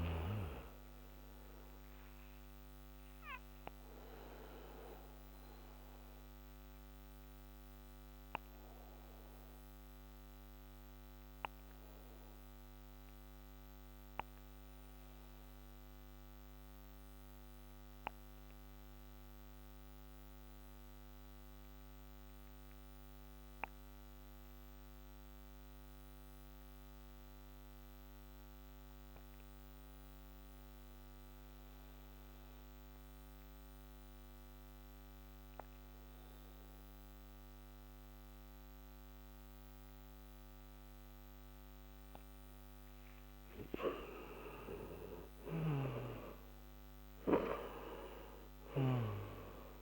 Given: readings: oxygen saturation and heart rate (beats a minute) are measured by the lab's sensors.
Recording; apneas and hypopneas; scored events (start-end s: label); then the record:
breathing in sleep by a microphone on the trachea; 1
0.00-28.00 s: oxygen desaturation (device-marked, oxygen 97% before, 87% lowest, heart rate 60 before, 35 extreme)
2.00-42.50 s: obstructive apnea (oxygen 98% before, 85% lowest, heart rate 57 before, 35 extreme, up 3 after)
43.50-47.50 s: arousal
45.00-49.00 s: snoring (device-marked)
From the record:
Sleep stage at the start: N2 (light sleep); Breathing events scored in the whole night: 415 in 6.0 hours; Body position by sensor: on the back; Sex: male